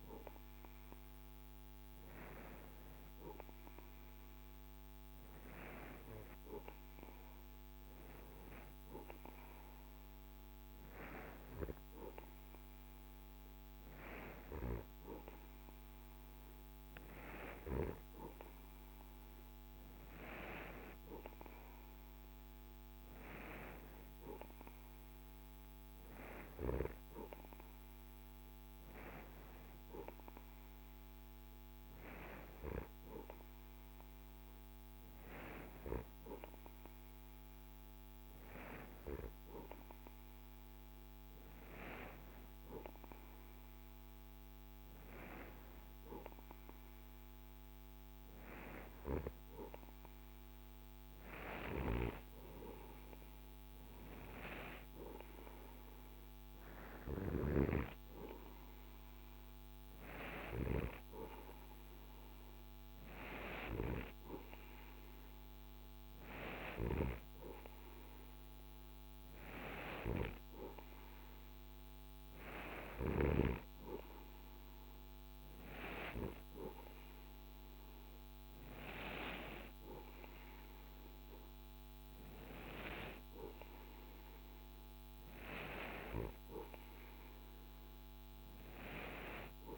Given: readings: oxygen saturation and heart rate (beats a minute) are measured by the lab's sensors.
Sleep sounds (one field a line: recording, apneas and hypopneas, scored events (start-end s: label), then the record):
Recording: breathing in sleep by a microphone on the trachea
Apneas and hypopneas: none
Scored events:
none scored
From the record:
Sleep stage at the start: N2 (light sleep)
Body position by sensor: on the right side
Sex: male